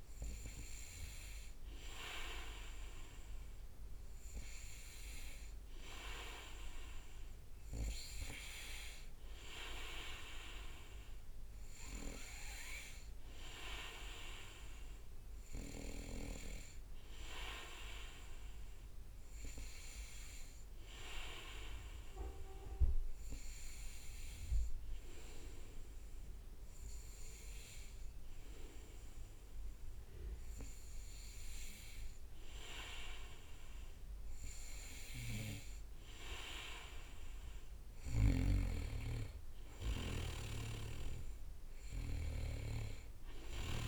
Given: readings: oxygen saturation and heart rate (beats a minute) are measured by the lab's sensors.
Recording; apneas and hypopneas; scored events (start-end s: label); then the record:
breathing in sleep by a room microphone; 1
21.50-32.00 s: hypopnea (oxygen 97% before, 95% lowest, heart rate 68 before, 62 extreme, up 2 after)
36.00-40.00 s: arousal
From the record:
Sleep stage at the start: N2 (light sleep); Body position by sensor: on the back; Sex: male